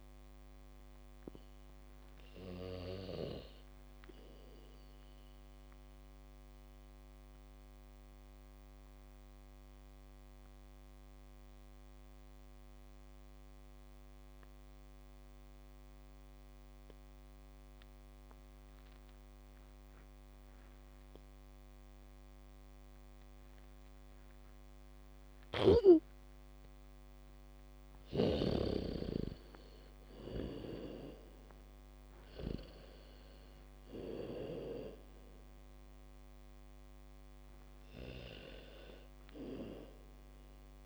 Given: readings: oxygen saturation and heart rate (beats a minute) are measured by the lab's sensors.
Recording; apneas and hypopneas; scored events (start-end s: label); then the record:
breathing in sleep by a microphone on the trachea; 1
0.00-14.50 s: oxygen desaturation (device-marked, oxygen 88% lowest, heart rate 32 extreme)
3.50-27.50 s: mixed apnea (oxygen 98% before, 85% lowest, heart rate 65 before, 32 extreme)
23.50-37.50 s: bradycardia (device-marked, heart rate 77 before, 32 extreme)
28.50-32.50 s: arousal
30.50-40.86 s: oxygen desaturation (device-marked, oxygen 98% before, 86% lowest, heart rate 69 before, 36 extreme)
From the record:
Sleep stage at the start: N2 (light sleep); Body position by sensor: on the back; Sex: female